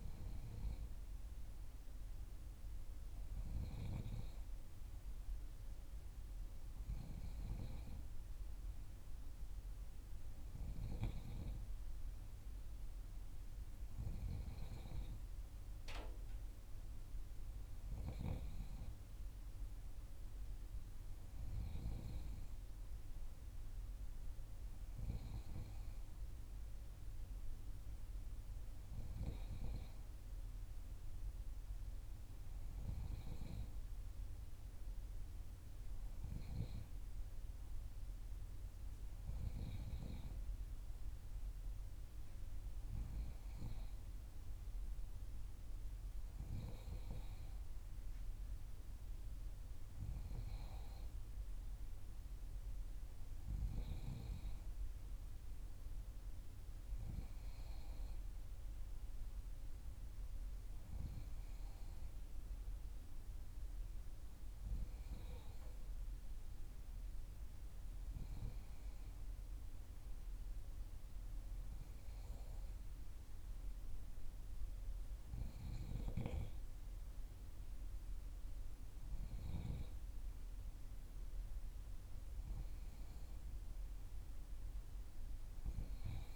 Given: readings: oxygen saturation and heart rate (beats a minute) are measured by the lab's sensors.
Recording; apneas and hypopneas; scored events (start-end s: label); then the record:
breathing in sleep by a room microphone; none
none scored
From the record:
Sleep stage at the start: N3 (deep sleep); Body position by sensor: on the back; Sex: female